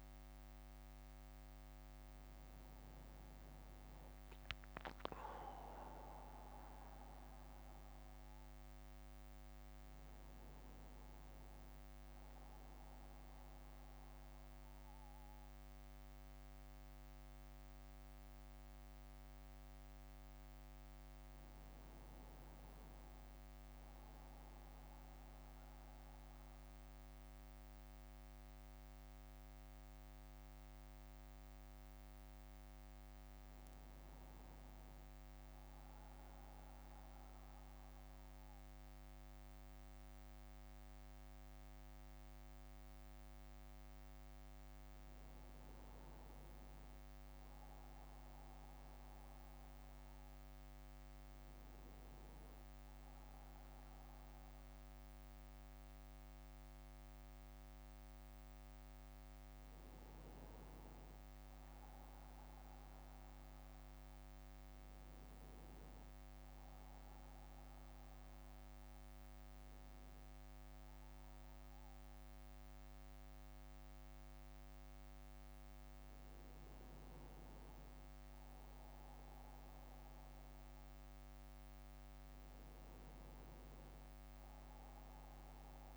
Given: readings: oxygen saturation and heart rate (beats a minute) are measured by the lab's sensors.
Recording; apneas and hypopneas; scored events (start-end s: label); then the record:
a person awake in a sleep study, hard to hear, by a microphone on the trachea; none
58.00-85.97 s: new sleep stage, N1 (lightest sleep)
From the record:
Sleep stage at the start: awake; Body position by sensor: on the back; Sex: male